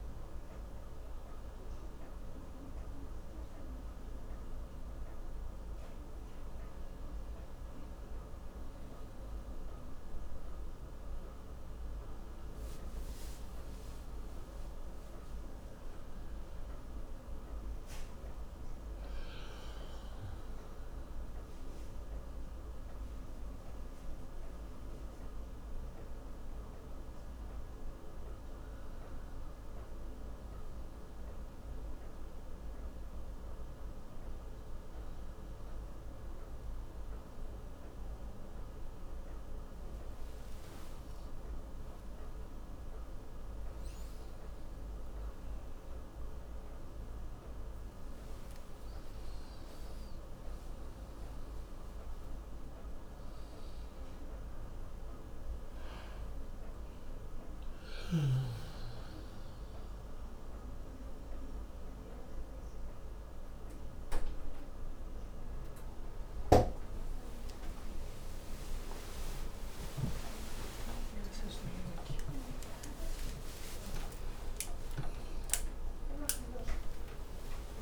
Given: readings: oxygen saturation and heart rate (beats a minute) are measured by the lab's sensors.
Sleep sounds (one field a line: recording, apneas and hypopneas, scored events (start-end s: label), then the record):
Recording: a person partly awake in a sleep study, hard to hear, by a room microphone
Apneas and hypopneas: none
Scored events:
5.50-65.50 s: new sleep stage, N1 (lightest sleep)
41.00-46.50 s: arousal
53.50-75.50 s: oxygen desaturation (device-marked, oxygen 97% before, 92% lowest, heart rate 83 before, 67 extreme)
65.50-77.82 s: new sleep stage, awake
From the record:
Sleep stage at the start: awake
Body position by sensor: on the back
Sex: male